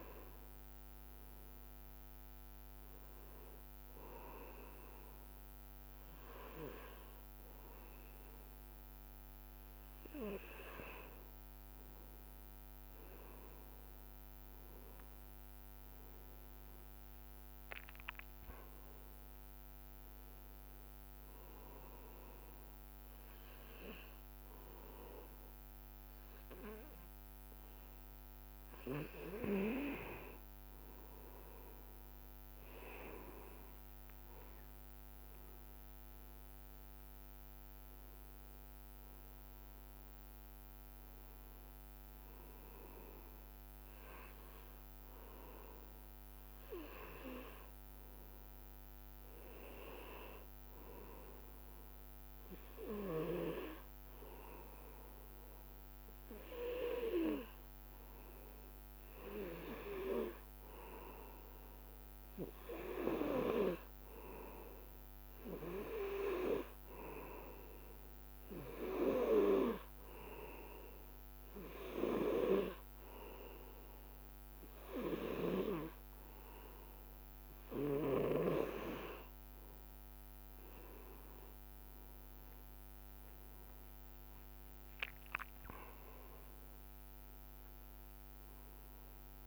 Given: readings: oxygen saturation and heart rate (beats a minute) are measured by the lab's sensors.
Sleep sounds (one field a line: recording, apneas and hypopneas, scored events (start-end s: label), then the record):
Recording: breathing in sleep by a microphone on the trachea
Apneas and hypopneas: 2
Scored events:
15.00-18.50 s: arousal
21.50-31.50 s: obstructive apnea (oxygen 98% before, 95% lowest, heart rate 67 before, 65 extreme, up 5 after)
35.50-41.00 s: arousal
52.50-65.00 s: obstructive apnea (oxygen 97% before, 95% lowest, heart rate 69 before, 65 extreme, up 4 after)
66.50-70.00 s: arousal
85.00-89.47 s: arousal
From the record:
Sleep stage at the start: N2 (light sleep)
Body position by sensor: on the back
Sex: male